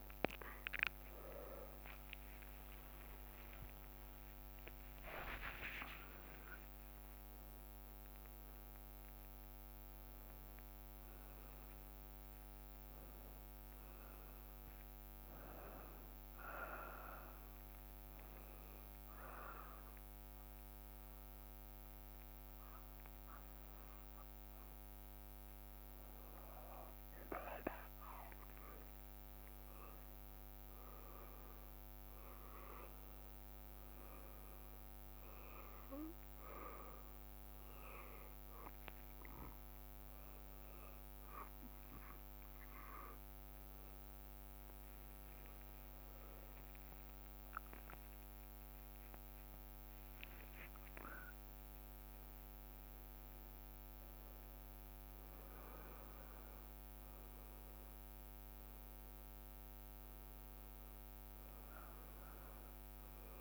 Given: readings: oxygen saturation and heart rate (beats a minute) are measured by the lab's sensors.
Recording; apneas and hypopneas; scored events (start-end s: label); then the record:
breathing in sleep by a microphone on the trachea; 1
0.00-6.50 s: oxygen desaturation (device-marked, oxygen 92% lowest, heart rate 57 extreme)
1.00-3.00 s: long interval between heartbeats (device-marked, heart rate 61 before, 70 extreme)
1.50-6.00 s: arousal
2.50-8.50 s: tachycardia (device-marked, heart rate 60 before, 121 extreme)
3.50-14.50 s: drop in pulse transit time (device-marked, heart rate 63 before, 61 extreme)
5.00-7.00 s: long interval between heartbeats (device-marked, heart rate 64 before, 88 extreme)
17.50-28.50 s: hypopnea (oxygen 95% before, 91% lowest, heart rate 81 before, 57 extreme, up 5 after)
29.50-47.50 s: oxygen desaturation (device-marked, oxygen 96% before, 91% lowest, heart rate 65 before, 58 extreme)
30.50-34.50 s: arousal
46.50-52.50 s: tachycardia (device-marked, heart rate 61 before, 136 extreme)
48.50-50.50 s: long interval between heartbeats (device-marked, heart rate 61 before, 95 extreme)
48.50-59.50 s: drop in pulse transit time (device-marked, heart rate 61 before, 64 extreme)
49.50-53.00 s: arousal
50.50-52.50 s: long interval between heartbeats (device-marked, heart rate 66 before, 135 extreme)
From the record:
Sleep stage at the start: N2 (light sleep); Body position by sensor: on the back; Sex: male